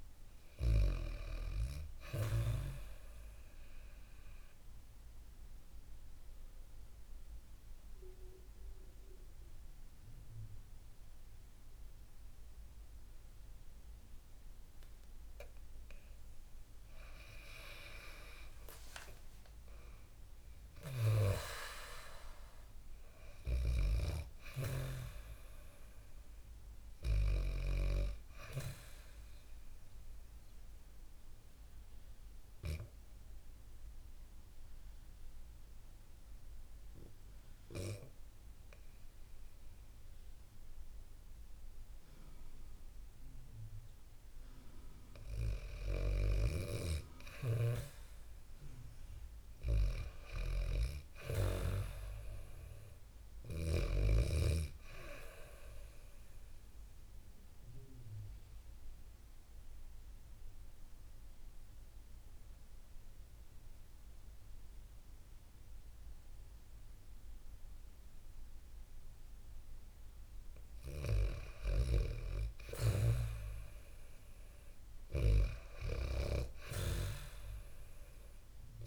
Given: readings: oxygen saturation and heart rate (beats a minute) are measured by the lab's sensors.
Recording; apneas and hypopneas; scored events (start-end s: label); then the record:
breathing in sleep by a room microphone; 3
3.50-16.00 s: obstructive apnea (oxygen 95% before, 92% lowest, heart rate 72 before, 64 extreme, up 11 after)
17.50-21.50 s: arousal
20.00-23.50 s: snoring (device-marked)
22.50-41.50 s: oxygen desaturation (device-marked, oxygen 98% before, 92% lowest, heart rate 70 before, 64 extreme)
30.00-44.50 s: obstructive apnea (oxygen 98% before, 92% lowest, heart rate 70 before, 66 extreme, up 2 after)
45.50-51.00 s: snoring (device-marked)
46.50-50.50 s: arousal
50.50-67.50 s: oxygen desaturation (device-marked, oxygen 99% before, 92% lowest, heart rate 67 before, 66 extreme)
55.00-70.50 s: obstructive apnea (oxygen 99% before, 92% lowest, heart rate 68 before, 66 extreme, up 5 after)
71.50-75.00 s: arousal
72.00-76.50 s: snoring (device-marked)
75.50-78.87 s: oxygen desaturation (device-marked, oxygen 97% before, 92% lowest, heart rate 68 before, 63 extreme)
From the record:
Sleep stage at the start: REM sleep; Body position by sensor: on the back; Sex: female